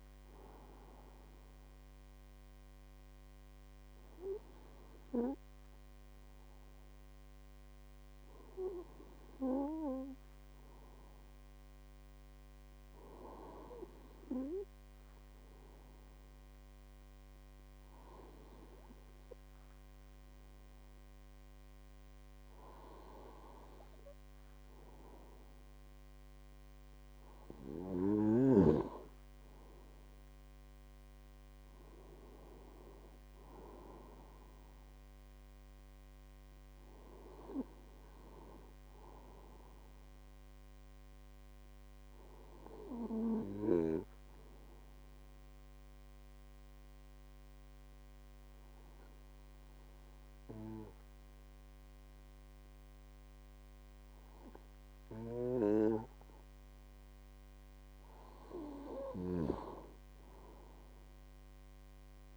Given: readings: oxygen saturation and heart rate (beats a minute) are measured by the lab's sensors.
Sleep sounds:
breathing in sleep by a microphone on the trachea; 1
42.00-56.00 s: obstructive apnea (oxygen 94% before, 93% lowest, heart rate 55 before, 52 extreme, up 4 after)
57.00-60.00 s: arousal
From the record:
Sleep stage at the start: N2 (light sleep); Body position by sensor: on the right side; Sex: male

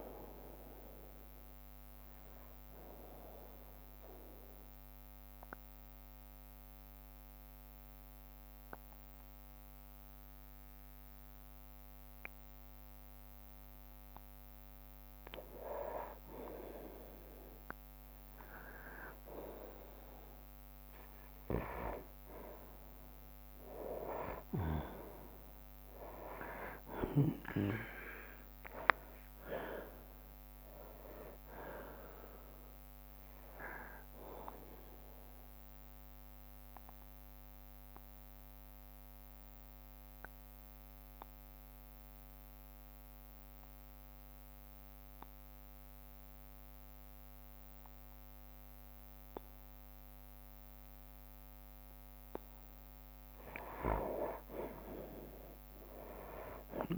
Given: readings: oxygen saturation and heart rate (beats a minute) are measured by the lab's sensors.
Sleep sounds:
breathing in sleep by a microphone on the trachea; 2
0.00-1.00 s: oxygen desaturation (device-marked, oxygen 91% lowest, heart rate 60 extreme)
3.50-16.00 s: obstructive apnea (oxygen 97% before, 91% lowest, heart rate 71 before, 60 extreme, up 3 after)
21.00-51.00 s: oxygen desaturation (device-marked, oxygen 98% before, 91% lowest, heart rate 63 before, 54 extreme)
22.50-28.50 s: arousal
36.00-52.00 s: obstructive apnea (oxygen 98% before, 91% lowest, heart rate 65 before, 54 extreme, up 1 after)
41.00-56.98 s: bradycardia (device-marked, heart rate 66 before, 54 extreme)
From the record:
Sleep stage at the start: N2 (light sleep); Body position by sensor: on the right side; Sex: male

